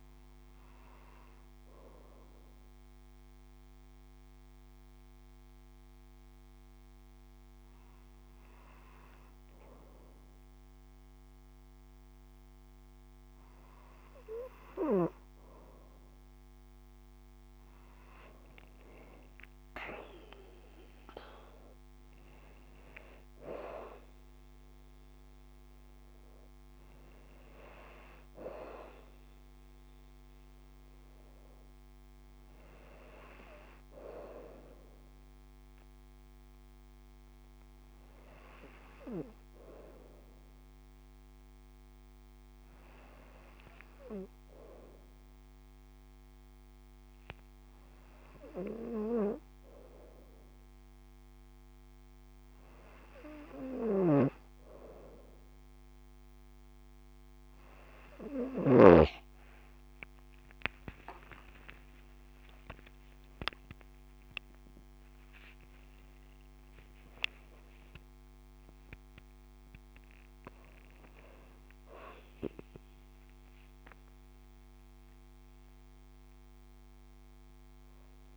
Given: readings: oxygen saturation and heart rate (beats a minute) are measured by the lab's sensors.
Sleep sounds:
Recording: breathing in sleep by a microphone on the trachea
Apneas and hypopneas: 1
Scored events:
2.00-16.50 s: mixed apnea (oxygen 96% before, 93% lowest)
18.50-21.50 s: arousal
61.00-64.50 s: arousal
From the record:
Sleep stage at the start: N2 (light sleep)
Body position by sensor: on the right side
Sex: female

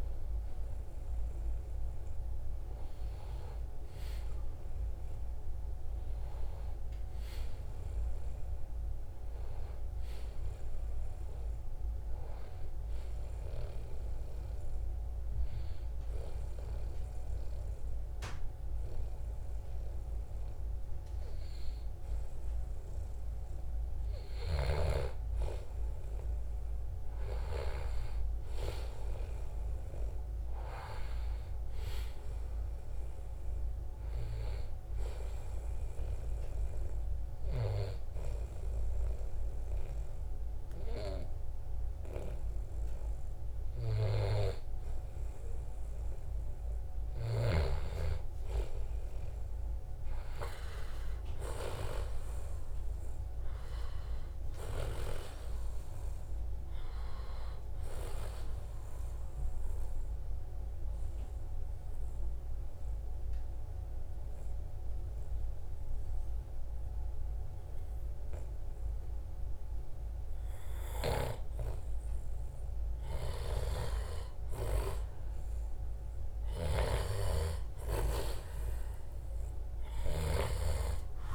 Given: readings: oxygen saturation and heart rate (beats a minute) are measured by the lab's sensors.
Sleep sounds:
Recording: breathing in sleep by a room microphone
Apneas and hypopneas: 3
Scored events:
6.00-10.00 s: arousal
13.50-24.50 s: hypopnea (oxygen 94% before, 90% lowest, heart rate 77 before, 75 extreme, up 2 after)
27.50-31.00 s: arousal
36.00-47.00 s: hypopnea (oxygen 93% before, 90% lowest, heart rate 77 before, 75 extreme, up 1 after)
48.50-52.00 s: arousal
60.50-71.00 s: obstructive apnea (oxygen 93% before, 88% lowest, heart rate 78 before, 75 extreme, up 0 after)
73.00-76.50 s: arousal
76.00-80.00 s: snoring (device-marked)
From the record:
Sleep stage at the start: N1 (lightest sleep)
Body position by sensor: on the back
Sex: male

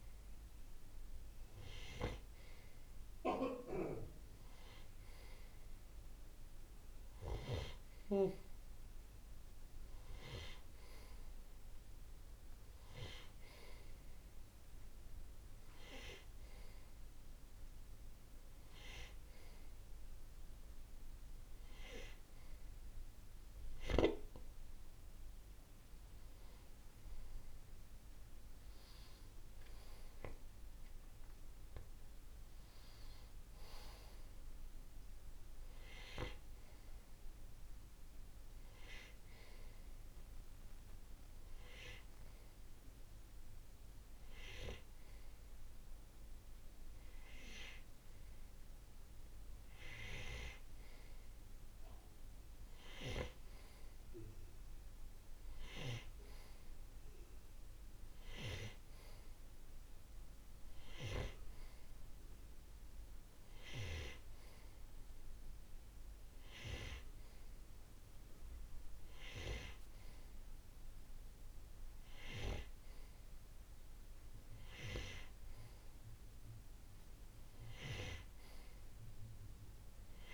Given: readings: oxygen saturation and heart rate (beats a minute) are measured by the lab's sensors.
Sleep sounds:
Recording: breathing in sleep by a room microphone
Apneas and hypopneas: none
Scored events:
none scored
From the record:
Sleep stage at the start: N2 (light sleep)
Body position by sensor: on the right side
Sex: male

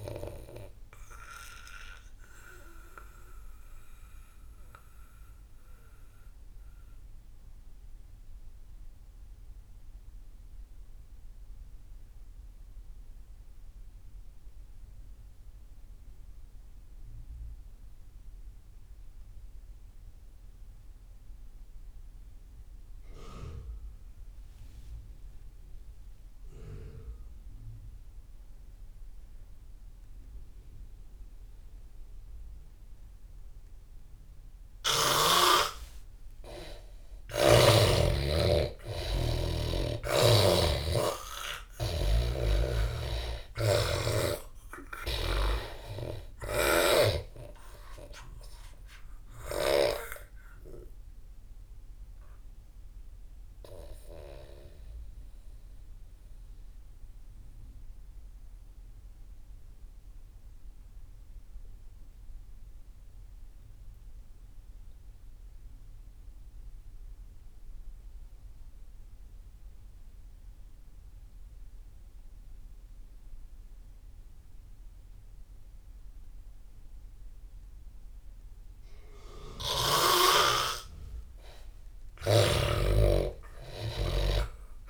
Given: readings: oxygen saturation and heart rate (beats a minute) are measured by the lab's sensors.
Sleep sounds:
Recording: breathing in sleep by a room microphone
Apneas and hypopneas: 2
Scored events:
0.00-9.50 s: oxygen desaturation (device-marked, oxygen 83% lowest)
0.50-35.50 s: obstructive apnea (oxygen 99% before, 81% lowest)
26.50-60.50 s: oxygen desaturation (device-marked, oxygen 98% before, 81% lowest)
36.00-40.00 s: arousal
50.00-80.00 s: mixed apnea (oxygen 98% before, 81% lowest)
76.50-84.90 s: oxygen desaturation (device-marked, oxygen 98% before, 81% lowest)
81.50-84.90 s: arousal
From the record:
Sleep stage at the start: N2 (light sleep)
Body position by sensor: on the back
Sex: male

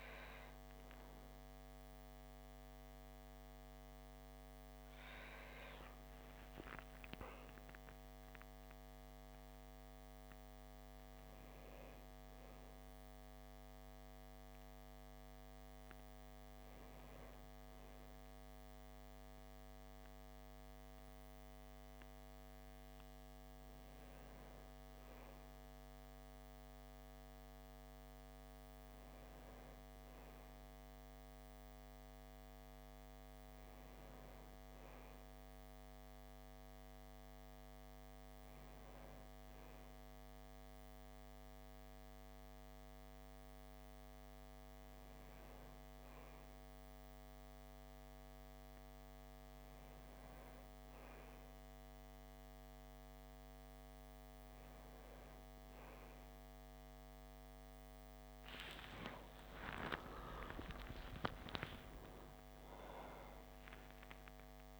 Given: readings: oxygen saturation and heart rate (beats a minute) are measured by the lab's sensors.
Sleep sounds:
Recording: breathing in sleep by a microphone on the trachea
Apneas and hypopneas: none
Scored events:
58.50-62.50 s: arousal
From the record:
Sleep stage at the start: N1 (lightest sleep)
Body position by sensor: on the back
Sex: male

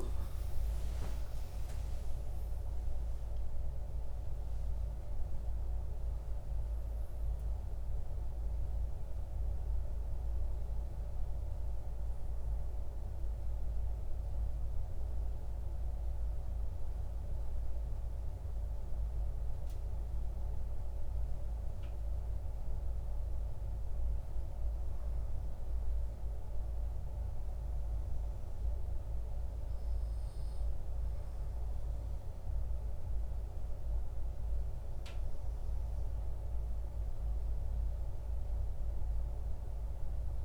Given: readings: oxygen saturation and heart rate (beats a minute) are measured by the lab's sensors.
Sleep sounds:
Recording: breathing in sleep, hard to hear, by a room microphone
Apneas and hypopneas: none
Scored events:
21.00-40.44 s: new sleep stage, N2 (light sleep)
From the record:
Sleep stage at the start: N1 (lightest sleep)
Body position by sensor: on the back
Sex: male

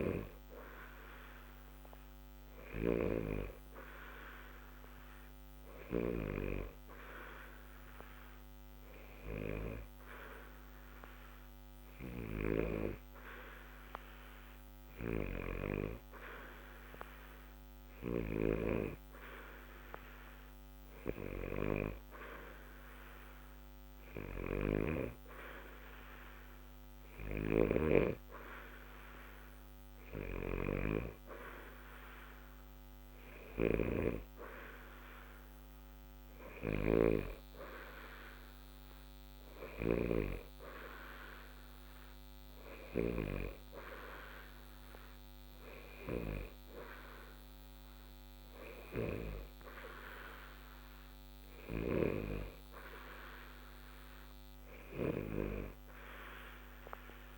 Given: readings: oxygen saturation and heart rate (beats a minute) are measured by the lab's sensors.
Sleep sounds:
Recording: breathing in sleep by a microphone on the trachea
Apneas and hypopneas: none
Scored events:
none scored
From the record:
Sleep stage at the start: N2 (light sleep)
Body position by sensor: on the back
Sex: male

